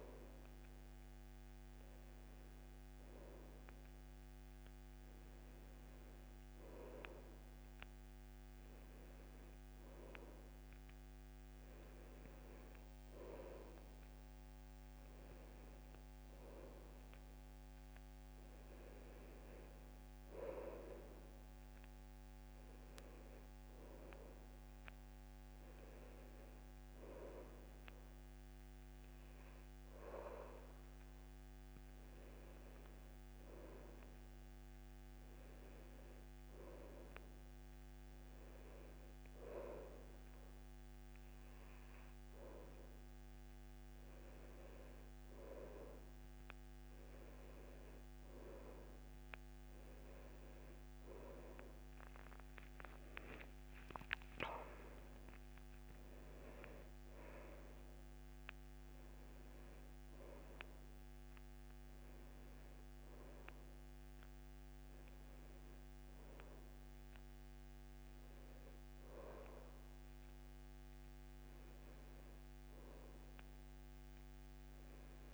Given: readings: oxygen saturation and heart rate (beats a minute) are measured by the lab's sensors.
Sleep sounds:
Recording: breathing in sleep by a microphone on the trachea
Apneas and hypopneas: none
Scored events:
50.50-54.50 s: arousal
56.00-67.00 s: oxygen desaturation (device-marked, oxygen 95% before, 92% lowest, heart rate 80 before, 73 extreme)
From the record:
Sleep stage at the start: N1 (lightest sleep)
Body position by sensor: on the back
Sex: male

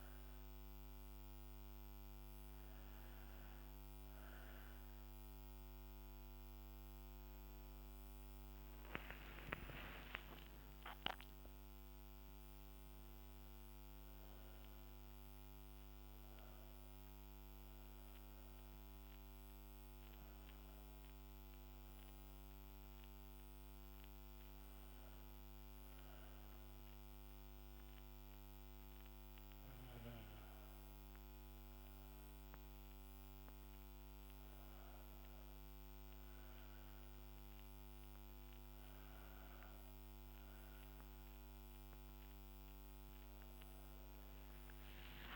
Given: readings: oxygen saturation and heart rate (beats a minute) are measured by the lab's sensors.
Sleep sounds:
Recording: breathing in sleep, hard to hear, by a microphone on the trachea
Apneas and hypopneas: none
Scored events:
8.50-13.00 s: arousal
From the record:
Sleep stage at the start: N2 (light sleep)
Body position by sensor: on the right side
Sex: female

